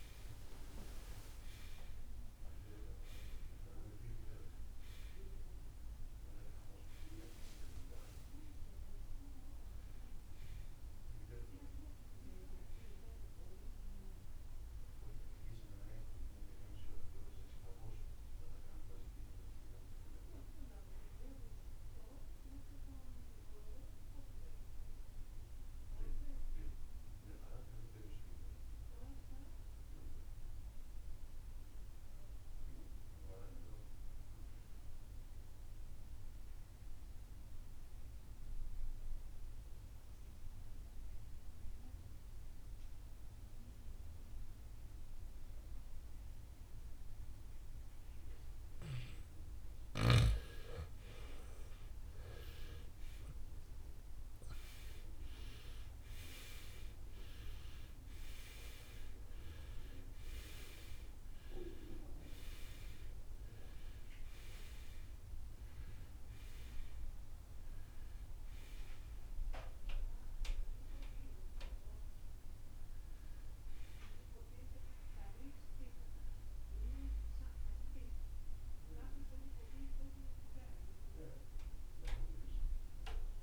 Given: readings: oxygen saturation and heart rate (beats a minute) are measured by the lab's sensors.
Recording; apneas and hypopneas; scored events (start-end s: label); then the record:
breathing in sleep by a room microphone; 1
0.00-27.00 s: oxygen desaturation (device-marked, oxygen 84% lowest, heart rate 56 extreme)
17.00-49.50 s: obstructive apnea (oxygen 96% before, 80% lowest, heart rate 81 before, 56 extreme, up 21 after)
47.00-83.43 s: oxygen desaturation (device-marked, oxygen 96% before, 80% lowest, heart rate 67 before, 55 extreme)
51.00-56.00 s: arousal
From the record:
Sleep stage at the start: REM sleep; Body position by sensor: on the right side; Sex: male